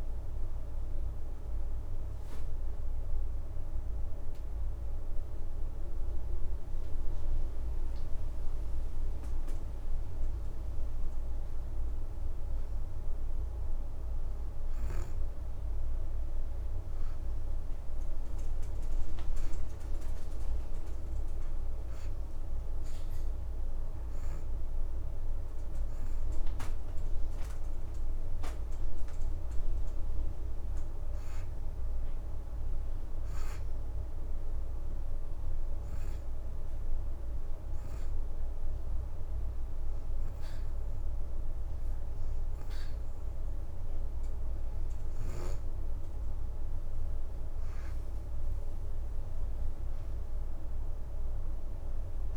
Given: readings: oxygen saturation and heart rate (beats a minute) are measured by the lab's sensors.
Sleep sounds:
breathing in sleep, hard to hear, by a room microphone; 2
2.50-13.00 s: hypopnea (oxygen 96% before, 89% lowest, heart rate 103 before, 81 extreme, up 1 after)
16.50-20.50 s: arousal
19.00-20.00 s: leg movement (device-marked)
21.00-31.00 s: oxygen desaturation (device-marked, oxygen 93% before, 89% lowest, heart rate 83 before, 81 extreme)
34.50-45.50 s: hypopnea (oxygen 93% before, 89% lowest, heart rate 82 before, 82 extreme, up 3 after)
39.00-45.00 s: oxygen desaturation (device-marked, oxygen 92% before, 89% lowest, heart rate 83 before, 82 extreme)
40.50-44.00 s: leg movement (device-marked)
47.50-48.50 s: leg movement (device-marked)
48.00-52.00 s: arousal
48.50-49.50 s: leg movement (device-marked)
50.00-51.50 s: leg movement (device-marked)
51.00-52.37 s: oxygen desaturation (device-marked, oxygen 92% before, 89% lowest, heart rate 84 before, 81 extreme)
From the record:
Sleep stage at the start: N2 (light sleep); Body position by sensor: on the back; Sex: female

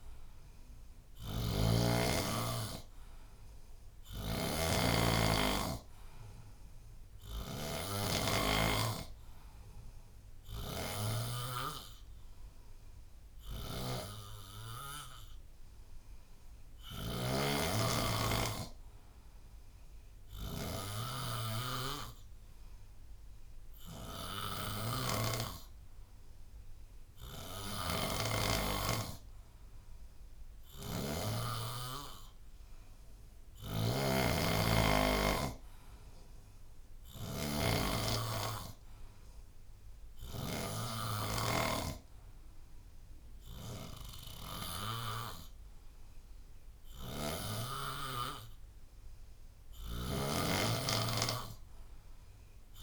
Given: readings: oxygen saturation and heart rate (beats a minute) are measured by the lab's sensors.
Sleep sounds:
breathing in sleep by a room microphone; none
0.00-8.50 s: snoring (device-marked)
0.00-26.50 s: oxygen desaturation (device-marked, oxygen 91% lowest, heart rate 68 extreme)
6.50-10.50 s: arousal
10.50-28.50 s: snoring (device-marked)
30.50-40.50 s: snoring (device-marked)
50.50-52.83 s: oxygen desaturation (device-marked, oxygen 92% before, 89% lowest, heart rate 82 before, 69 extreme)
From the record:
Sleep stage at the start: N2 (light sleep); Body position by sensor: on the left side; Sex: male

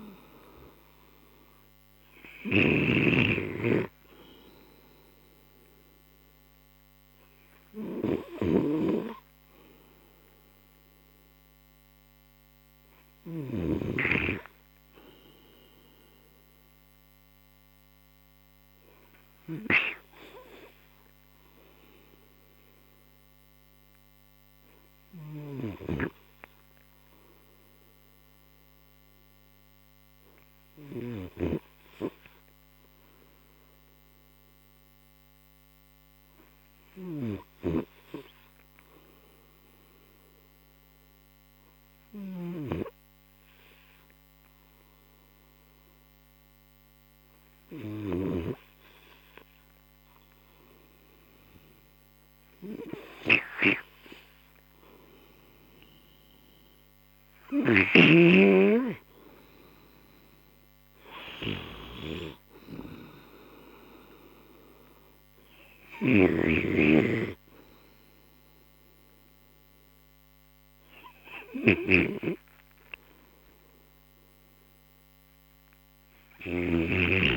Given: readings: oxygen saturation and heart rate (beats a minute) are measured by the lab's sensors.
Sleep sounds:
breathing in sleep by a microphone on the trachea; 1
0.00-3.00 s: snoring (device-marked)
0.00-13.00 s: oxygen desaturation (device-marked, oxygen 92% lowest, heart rate 32 extreme)
20.50-54.00 s: obstructive apnea (oxygen 97% before, 91% lowest)
49.00-74.00 s: oxygen desaturation (device-marked, oxygen 95% before, 91% lowest)
55.50-58.50 s: arousal
From the record:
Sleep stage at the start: N2 (light sleep); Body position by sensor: on the right side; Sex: male

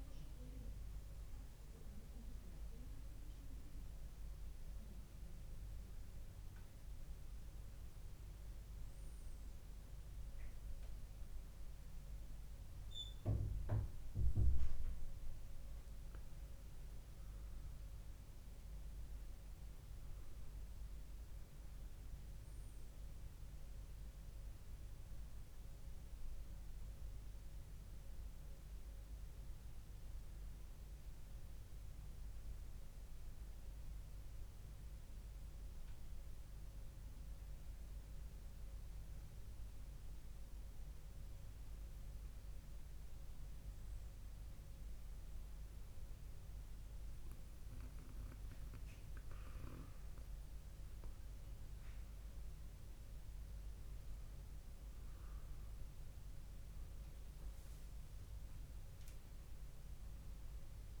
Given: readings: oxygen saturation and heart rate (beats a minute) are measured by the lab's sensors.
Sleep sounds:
breathing in sleep, hard to hear, by a room microphone; none
0.00-10.50 s: oxygen desaturation (device-marked, oxygen 93% lowest, heart rate 58 extreme)
7.50-61.00 s: new sleep stage, N1 (lightest sleep)
From the record:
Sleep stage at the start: N2 (light sleep); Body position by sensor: on the back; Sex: male

